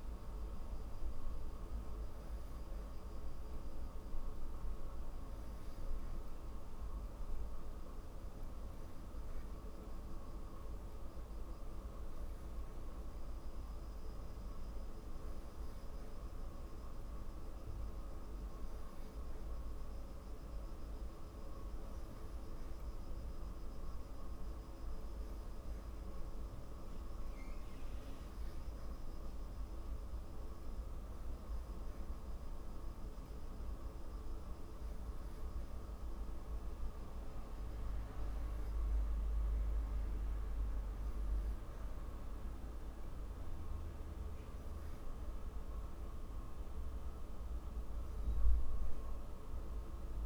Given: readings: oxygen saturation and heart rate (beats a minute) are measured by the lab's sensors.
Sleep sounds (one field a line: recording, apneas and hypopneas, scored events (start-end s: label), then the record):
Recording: breathing in sleep, hard to hear, by a room microphone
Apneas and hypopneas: none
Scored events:
none scored
From the record:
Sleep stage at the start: N3 (deep sleep)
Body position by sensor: on the back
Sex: female